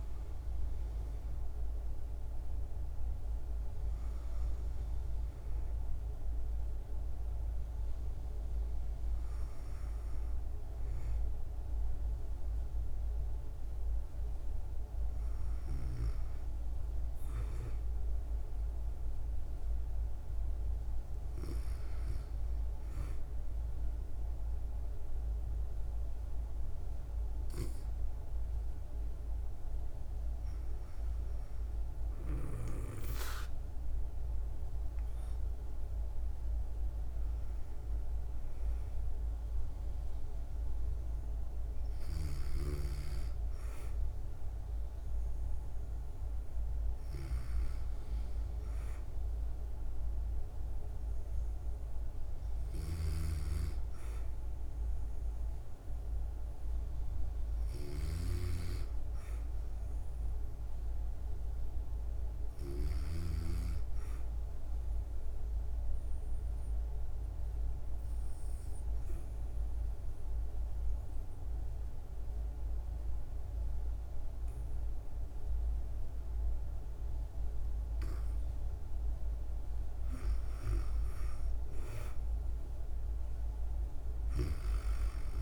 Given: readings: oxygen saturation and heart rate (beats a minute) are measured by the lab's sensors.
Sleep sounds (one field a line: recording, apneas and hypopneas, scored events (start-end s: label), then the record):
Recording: a person partly awake in a sleep study, by a room microphone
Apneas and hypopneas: 1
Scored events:
11.00-85.42 s: new sleep stage, N2 (light sleep)
65.00-78.00 s: central apnea (oxygen 97% before, 89% lowest, heart rate 54 before, 52 extreme, up 5 after)
79.00-85.42 s: oxygen desaturation (device-marked, oxygen 96% before, 89% lowest, heart rate 53 before, 52 extreme)
81.00-84.50 s: arousal
From the record:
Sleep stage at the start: awake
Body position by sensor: on the back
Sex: female